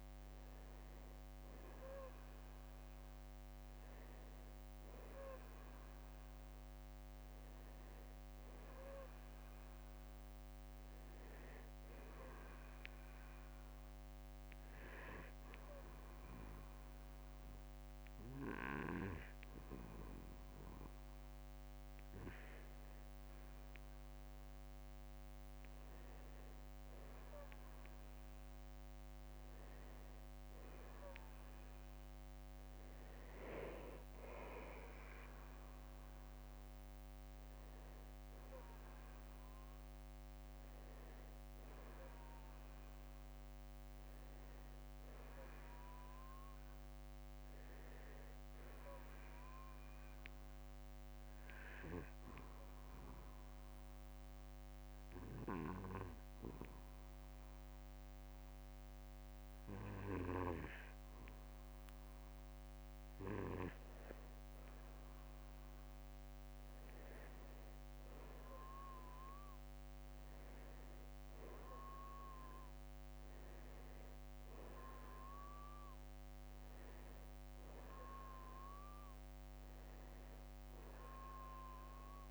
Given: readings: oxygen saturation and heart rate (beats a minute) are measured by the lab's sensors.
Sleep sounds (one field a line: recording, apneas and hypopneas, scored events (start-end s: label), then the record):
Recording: breathing in sleep by a microphone on the trachea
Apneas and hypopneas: 2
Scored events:
1.00-3.00 s: long interval between heartbeats (device-marked, heart rate 57 before, 63 extreme)
13.00-23.00 s: obstructive apnea (oxygen 93% before, 90% lowest, heart rate 60 before, 54 extreme, up 8 after)
23.50-25.50 s: long interval between heartbeats (device-marked, heart rate 62 before, 62 extreme)
25.50-29.00 s: arousal
38.00-53.00 s: oxygen desaturation (device-marked, oxygen 95% before, 90% lowest, heart rate 60 before, 47 extreme)
49.50-63.00 s: obstructive apnea (oxygen 95% before, 90% lowest, heart rate 61 before, 47 extreme, up 10 after)
69.50-73.50 s: arousal
76.00-82.31 s: oxygen desaturation (device-marked, oxygen 95% before, 90% lowest, heart rate 57 before, 48 extreme)
79.50-81.50 s: long interval between heartbeats (device-marked, heart rate 59 before, 69 extreme)
From the record:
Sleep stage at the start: N2 (light sleep)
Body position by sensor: on the back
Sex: male